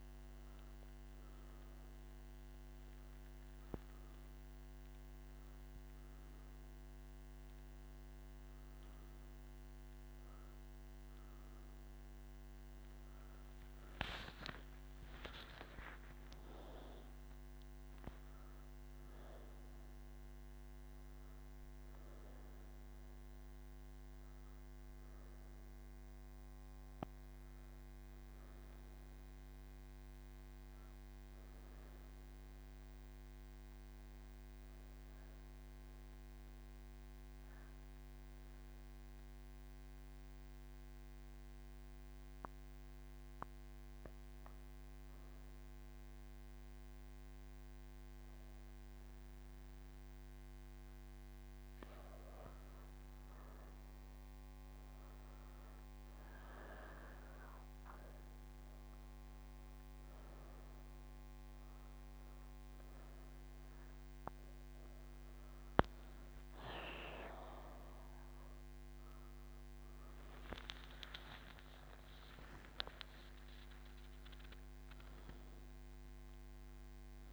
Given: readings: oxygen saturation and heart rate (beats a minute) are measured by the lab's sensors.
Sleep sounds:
breathing in sleep by a microphone on the trachea; 1
34.00-44.50 s: obstructive apnea (oxygen 98% before, 93% lowest)
From the record:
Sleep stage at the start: N1 (lightest sleep); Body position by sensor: on the right side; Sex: female

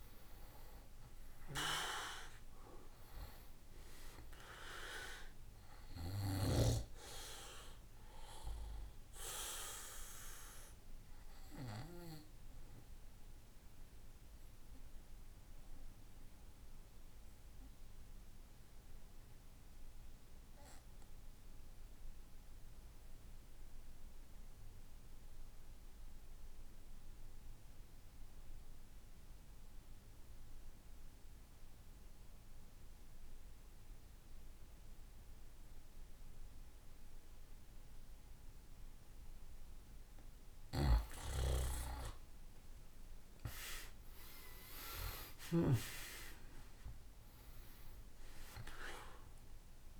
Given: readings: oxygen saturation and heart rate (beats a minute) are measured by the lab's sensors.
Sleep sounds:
breathing in sleep by a room microphone; 1
0.00-2.00 s: arousal
2.50-26.50 s: oxygen desaturation (device-marked, oxygen 97% before, 92% lowest, heart rate 65 before, 59 extreme)
9.00-39.00 s: obstructive apnea (oxygen 97% before, 87% lowest, heart rate 70 before, 59 extreme, up 18 after)
39.50-44.50 s: snoring (device-marked)
40.50-50.00 s: oxygen desaturation (device-marked, oxygen 97% before, 87% lowest, heart rate 64 before, 59 extreme)
41.50-47.50 s: arousal
From the record:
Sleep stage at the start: N2 (light sleep); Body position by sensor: on the back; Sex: male

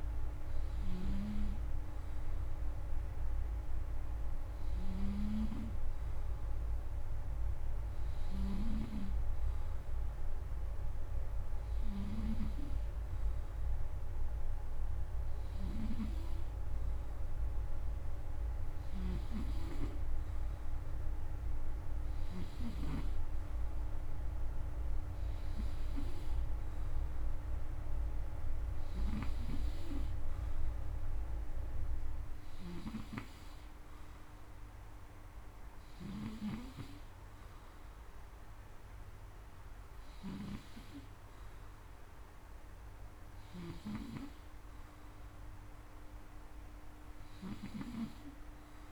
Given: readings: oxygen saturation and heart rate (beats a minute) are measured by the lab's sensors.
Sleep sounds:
breathing in sleep by a room microphone; none
8.00-12.00 s: snoring (device-marked)
18.50-22.00 s: snoring (device-marked)
32.00-43.50 s: snoring (device-marked)
From the record:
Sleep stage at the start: N2 (light sleep); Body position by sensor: on the front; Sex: male

